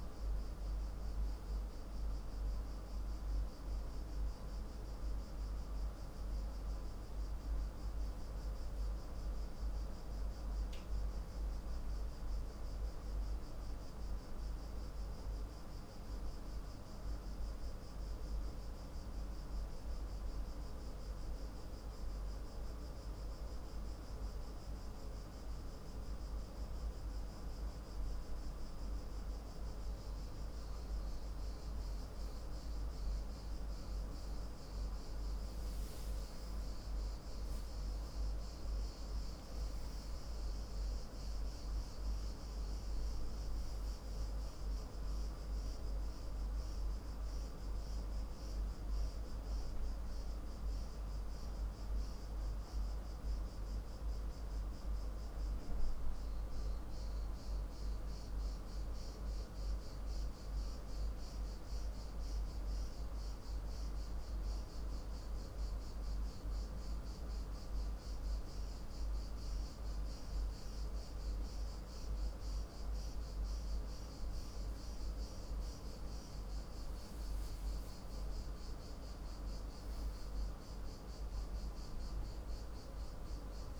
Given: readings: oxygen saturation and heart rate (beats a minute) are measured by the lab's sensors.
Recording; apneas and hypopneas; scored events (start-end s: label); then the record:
breathing in sleep, hard to hear, by a room microphone; none
none scored
From the record:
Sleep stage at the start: N2 (light sleep); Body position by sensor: on the left side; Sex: male